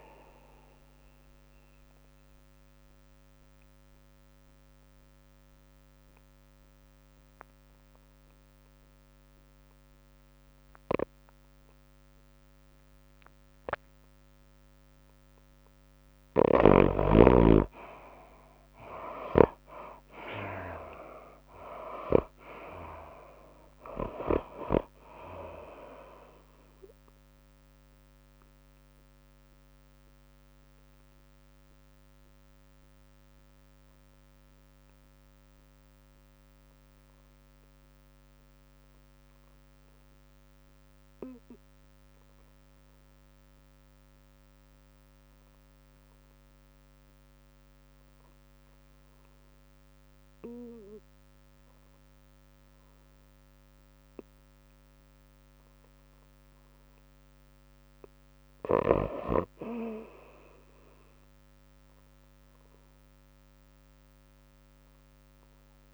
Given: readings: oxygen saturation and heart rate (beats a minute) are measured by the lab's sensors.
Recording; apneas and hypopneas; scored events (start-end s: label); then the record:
breathing in sleep by a microphone on the trachea; 2
0.00-6.50 s: drop in pulse transit time (device-marked, heart rate 114 extreme)
0.00-9.50 s: oxygen desaturation (device-marked, oxygen 59% lowest, heart rate 104 extreme)
0.00-45.50 s: tachycardia (device-marked, heart rate 127 extreme)
1.50-17.00 s: mixed apnea (oxygen 96% before, 59% lowest, heart rate 112 before, 106 extreme, up 5 after)
17.50-35.50 s: oxygen desaturation (device-marked, oxygen 99% before, 70% lowest, heart rate 112 before, 89 extreme)
18.50-22.50 s: arousal
28.00-56.00 s: obstructive apnea (oxygen 99% before, 55% lowest, heart rate 110 before, 89 extreme, up 9 after)
41.50-65.94 s: oxygen desaturation (device-marked, oxygen 97% before, 66% lowest, heart rate 110 before, 89 extreme)
47.00-49.00 s: long interval between heartbeats (device-marked, heart rate 109 before, 103 extreme)
58.50-62.50 s: arousal
61.50-65.94 s: drop in pulse transit time (device-marked, heart rate 98 before, 97 extreme)
From the record:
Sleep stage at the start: N2 (light sleep); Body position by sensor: on the back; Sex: female